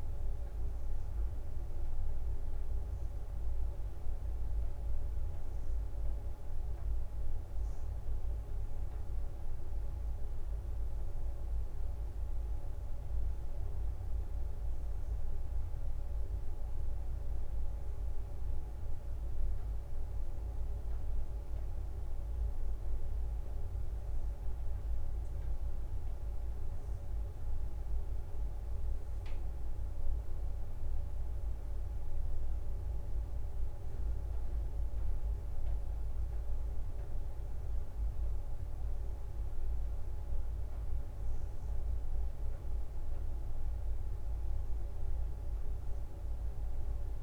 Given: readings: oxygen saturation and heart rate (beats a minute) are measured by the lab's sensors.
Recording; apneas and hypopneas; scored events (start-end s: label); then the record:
breathing in sleep, hard to hear, by a room microphone; none
2.00-11.50 s: leg movement (device-marked)
9.50-19.50 s: drop in pulse transit time (device-marked, heart rate 64 before, 63 extreme)
14.50-22.00 s: leg movement (device-marked)
From the record:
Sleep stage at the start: N2 (light sleep); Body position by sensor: on the right side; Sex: female